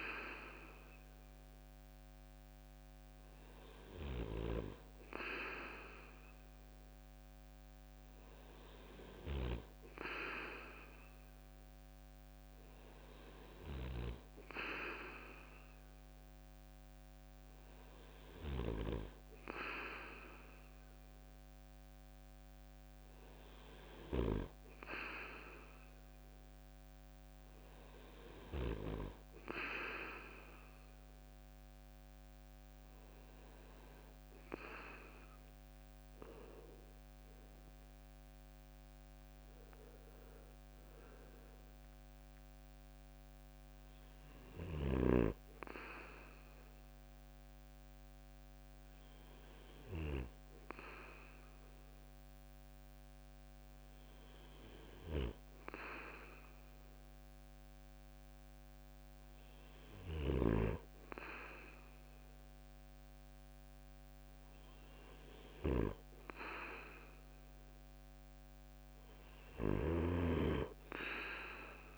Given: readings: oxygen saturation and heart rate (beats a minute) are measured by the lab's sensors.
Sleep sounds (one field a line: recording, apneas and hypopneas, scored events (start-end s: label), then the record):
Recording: breathing in sleep by a microphone on the trachea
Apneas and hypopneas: none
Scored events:
36.00-40.00 s: arousal
37.50-51.50 s: drop in pulse transit time (device-marked, heart rate 67 before, 63 extreme)
59.50-71.98 s: snoring (device-marked)
From the record:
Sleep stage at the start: N2 (light sleep)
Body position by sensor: on the right side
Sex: male